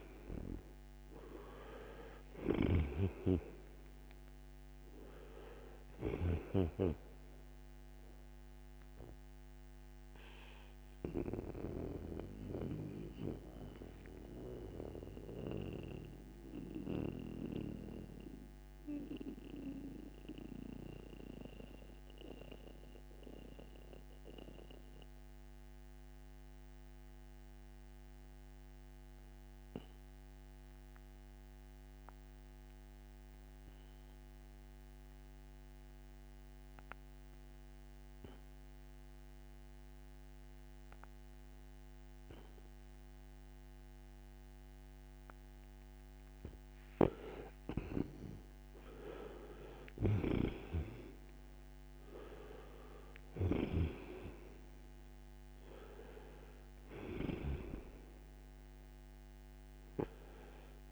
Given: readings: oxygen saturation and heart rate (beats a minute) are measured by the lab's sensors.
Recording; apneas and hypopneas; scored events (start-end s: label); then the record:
breathing in sleep by a microphone on the trachea; 1
0.00-6.00 s: snoring (device-marked)
0.00-28.00 s: oxygen desaturation (device-marked, oxygen 80% lowest, heart rate 58 extreme)
11.00-45.50 s: mixed apnea (oxygen 98% before, 79% lowest, heart rate 72 before, 58 extreme, up 9 after)
42.00-60.92 s: oxygen desaturation (device-marked, oxygen 98% before, 79% lowest, heart rate 62 before, 60 extreme)
46.50-57.50 s: snoring (device-marked)
47.00-52.00 s: arousal
From the record:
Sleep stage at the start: N2 (light sleep); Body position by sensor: on the right side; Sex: male